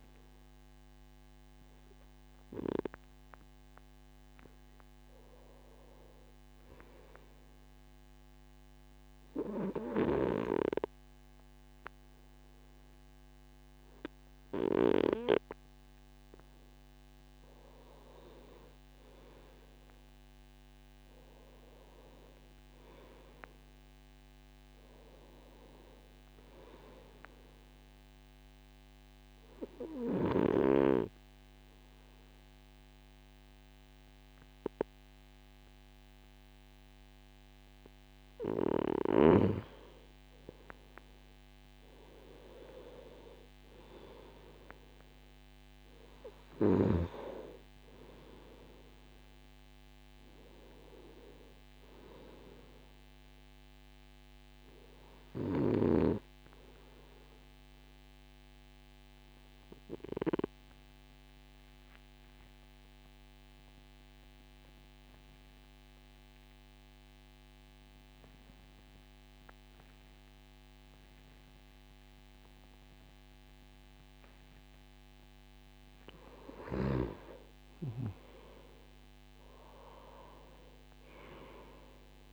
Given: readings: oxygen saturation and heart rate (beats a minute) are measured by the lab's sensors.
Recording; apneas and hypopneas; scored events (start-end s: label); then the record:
breathing in sleep by a microphone on the trachea; 3
1.00-4.50 s: arousal
7.50-18.00 s: obstructive apnea (oxygen 95% before, 92% lowest, heart rate 59 before, 56 extreme, up 0 after)
19.50-23.00 s: arousal
27.50-39.50 s: obstructive apnea (oxygen 95% before, 91% lowest, heart rate 63 before, 53 extreme, up 4 after)
42.00-46.00 s: arousal
57.00-74.50 s: obstructive apnea (oxygen 95% before, 90% lowest, heart rate 59 before, 55 extreme, up 12 after)
77.50-82.00 s: arousal
79.50-82.33 s: oxygen desaturation (device-marked, oxygen 95% before, 90% lowest, heart rate 61 before, 54 extreme)
From the record:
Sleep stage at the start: N2 (light sleep); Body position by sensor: on the right side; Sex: male